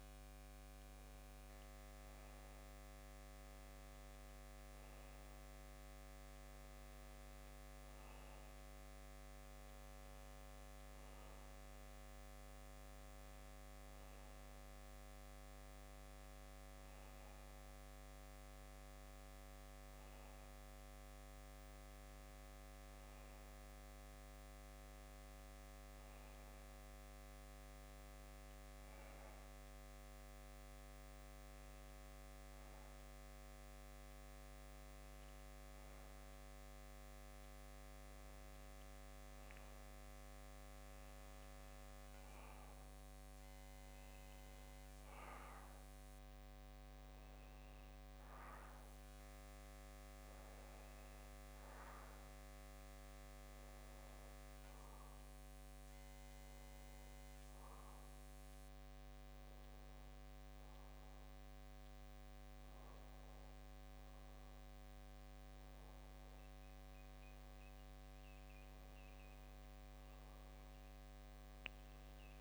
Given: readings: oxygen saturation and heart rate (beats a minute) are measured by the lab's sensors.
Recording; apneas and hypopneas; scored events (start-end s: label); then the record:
breathing in sleep, hard to hear, by a microphone on the trachea; 1
55.00-67.50 s: hypopnea (oxygen 93% before, 91% lowest, heart rate 64 before, 61 extreme, up 4 after)
69.00-72.41 s: arousal
From the record:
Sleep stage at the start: N2 (light sleep); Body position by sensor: on the back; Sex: male